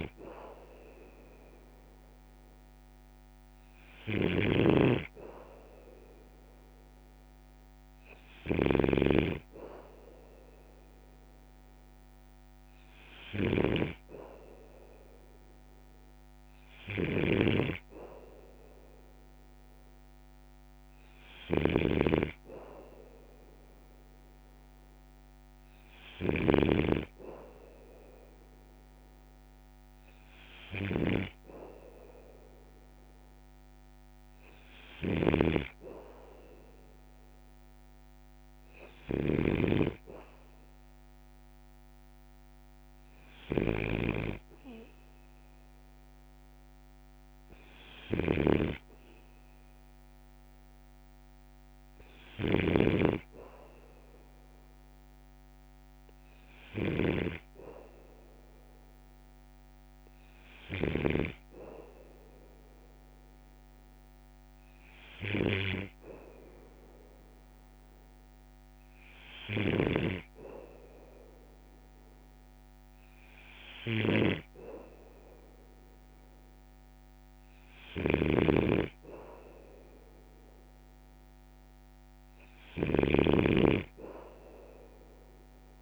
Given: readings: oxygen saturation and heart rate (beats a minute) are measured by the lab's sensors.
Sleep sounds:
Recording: breathing in sleep by a microphone on the trachea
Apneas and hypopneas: none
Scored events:
0.00-85.82 s: snoring (device-marked)
From the record:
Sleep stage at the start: N2 (light sleep)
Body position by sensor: on the back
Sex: male

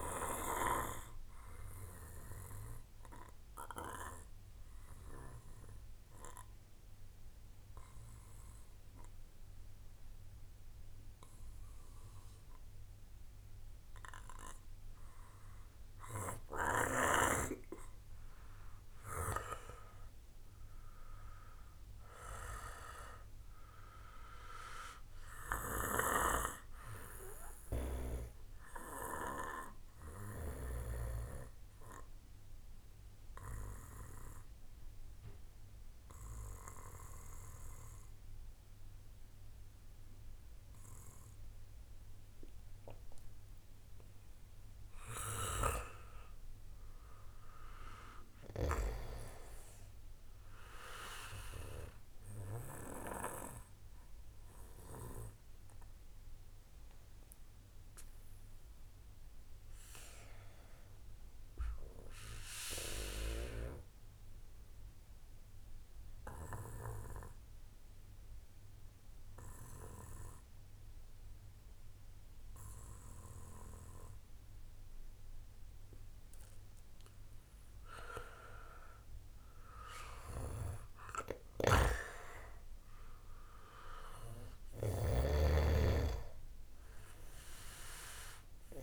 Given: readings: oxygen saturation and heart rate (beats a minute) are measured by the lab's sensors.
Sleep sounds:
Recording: breathing in sleep by a room microphone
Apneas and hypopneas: 3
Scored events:
1.00-18.00 s: mixed apnea (oxygen 95% before, 92% lowest, heart rate 59 before, 52 extreme, up 1 after)
21.00-25.50 s: arousal
31.50-43.50 s: obstructive apnea (oxygen 96% before, 92% lowest, heart rate 61 before, 64 extreme, up 26 after)
46.00-49.50 s: arousal
61.00-76.00 s: obstructive apnea (oxygen 96% before, 93% lowest)
78.50-83.00 s: arousal
From the record:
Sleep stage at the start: N2 (light sleep)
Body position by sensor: on the back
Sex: male

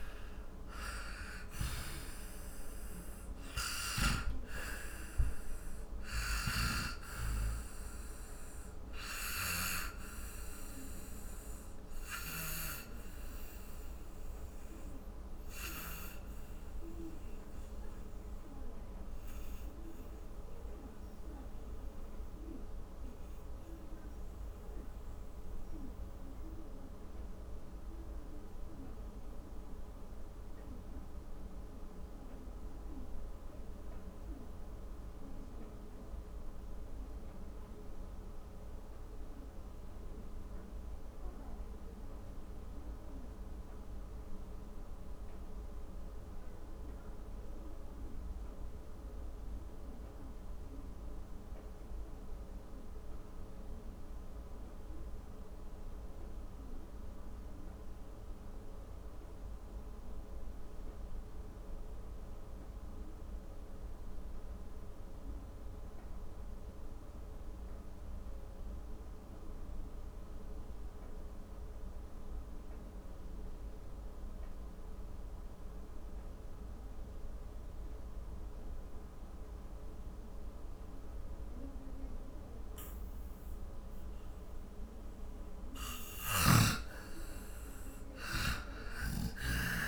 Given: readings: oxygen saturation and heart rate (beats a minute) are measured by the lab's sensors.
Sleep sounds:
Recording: breathing in sleep by a room microphone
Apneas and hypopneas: 1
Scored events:
0.00-40.00 s: oxygen desaturation (device-marked, oxygen 84% lowest, heart rate 44 extreme)
9.50-85.50 s: obstructive apnea (oxygen 97% before, 84% lowest, heart rate 67 before, 44 extreme, up 23 after)
74.00-89.87 s: oxygen desaturation (device-marked, oxygen 97% before, 84% lowest, heart rate 53 before, 42 extreme)
From the record:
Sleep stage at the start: N2 (light sleep)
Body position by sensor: on the back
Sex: male

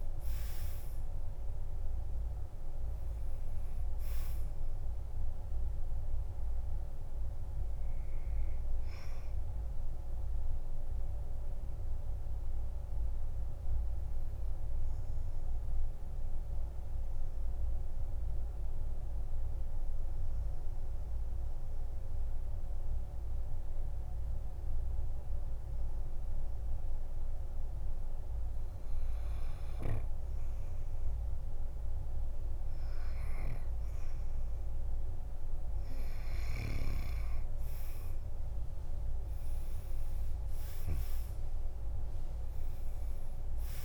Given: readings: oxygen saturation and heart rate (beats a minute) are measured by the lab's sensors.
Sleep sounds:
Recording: breathing in sleep, hard to hear, by a room microphone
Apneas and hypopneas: 1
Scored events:
0.00-24.00 s: oxygen desaturation (device-marked, oxygen 92% lowest, heart rate 46 extreme)
11.00-30.50 s: obstructive apnea (oxygen 99% before, 92% lowest, heart rate 55 before, 47 extreme, up 6 after)
35.00-43.84 s: oxygen desaturation (device-marked, oxygen 99% before, 92% lowest, heart rate 49 before, 47 extreme)
39.00-43.50 s: arousal
From the record:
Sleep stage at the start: N2 (light sleep)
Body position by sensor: on the back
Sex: male

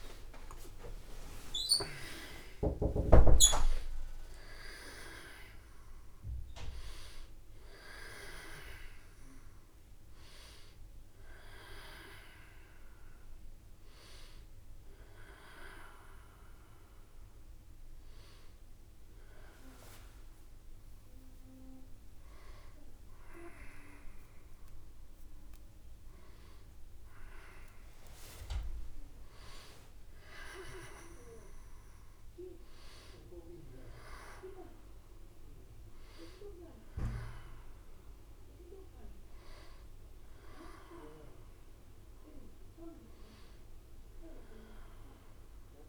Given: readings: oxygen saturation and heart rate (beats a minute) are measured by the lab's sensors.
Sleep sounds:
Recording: a person partly awake in a sleep study, by a room microphone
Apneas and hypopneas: none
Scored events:
18.00-45.89 s: new sleep stage, N1 (lightest sleep)
From the record:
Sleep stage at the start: awake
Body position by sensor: on the back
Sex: female

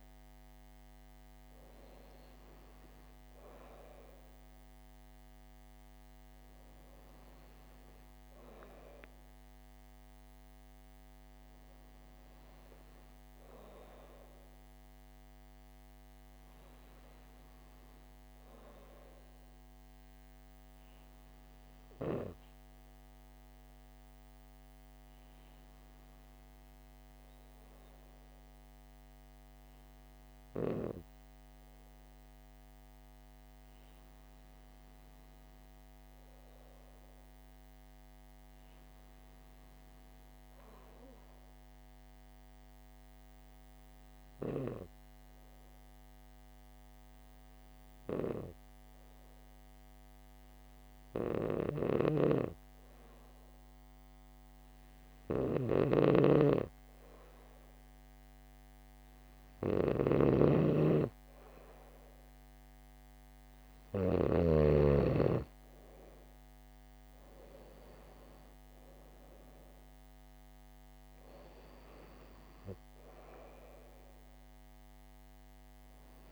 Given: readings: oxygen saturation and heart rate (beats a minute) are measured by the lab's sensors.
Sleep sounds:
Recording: breathing in sleep by a microphone on the trachea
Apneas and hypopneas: 1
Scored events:
16.50-19.50 s: arousal
21.00-60.00 s: hypopnea (oxygen 99% before, 93% lowest, heart rate 64 before, 64 extreme, up 5 after)
52.00-65.00 s: snoring (device-marked)
65.00-68.00 s: arousal
From the record:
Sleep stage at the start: N2 (light sleep)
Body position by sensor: on the back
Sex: female

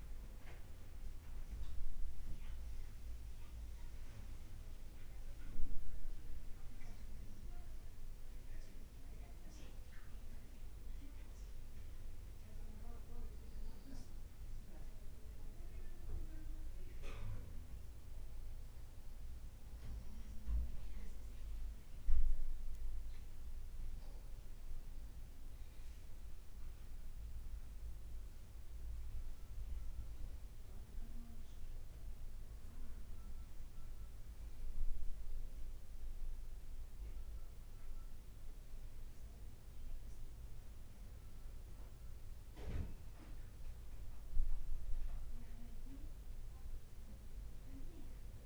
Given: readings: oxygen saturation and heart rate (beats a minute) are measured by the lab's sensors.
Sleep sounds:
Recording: breathing in sleep by a room microphone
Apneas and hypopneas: 1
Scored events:
0.00-3.00 s: arousal
8.50-20.00 s: obstructive apnea (oxygen 94% before, 91% lowest, heart rate 58 before, 52 extreme, up 4 after)
20.50-21.50 s: leg movement (device-marked)
21.00-23.00 s: long interval between heartbeats (device-marked, heart rate 56 before, 55 extreme)
22.00-26.00 s: arousal
22.50-44.50 s: oxygen desaturation (oxygen 94% before, 91% lowest, heart rate 56 before, 52 extreme)
22.50-48.46 s: new sleep stage, N1 (lightest sleep)
45.50-48.46 s: arousal
From the record:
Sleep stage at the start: N2 (light sleep)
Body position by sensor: on the back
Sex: male

